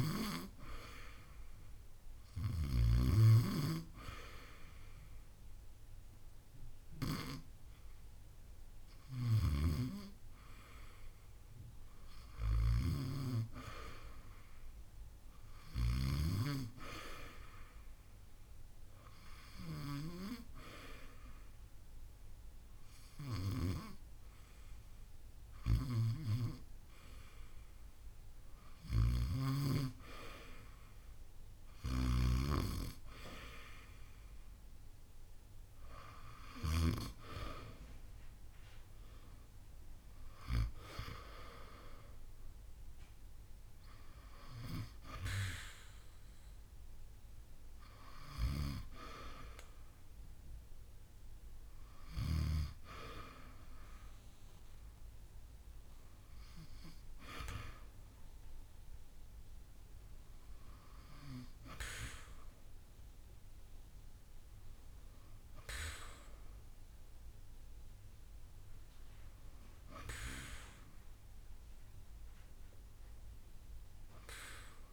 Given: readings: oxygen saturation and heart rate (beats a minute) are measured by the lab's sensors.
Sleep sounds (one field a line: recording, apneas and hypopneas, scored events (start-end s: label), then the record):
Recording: breathing in sleep by a room microphone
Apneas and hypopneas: 1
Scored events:
0.00-1.00 s: oxygen desaturation (device-marked, oxygen 86% lowest)
4.00-6.00 s: long interval between heartbeats (device-marked)
11.00-14.50 s: arousal
18.50-31.50 s: hypopnea (oxygen 91% before, 89% lowest)
33.00-36.50 s: arousal
38.00-46.00 s: oxygen desaturation (device-marked, oxygen 92% before, 89% lowest)
40.50-42.50 s: long interval between heartbeats (device-marked)
50.00-51.00 s: drop in pulse transit time (device-marked)
58.50-60.50 s: long interval between heartbeats (device-marked)
From the record:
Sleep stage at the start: N2 (light sleep)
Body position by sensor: on the back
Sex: female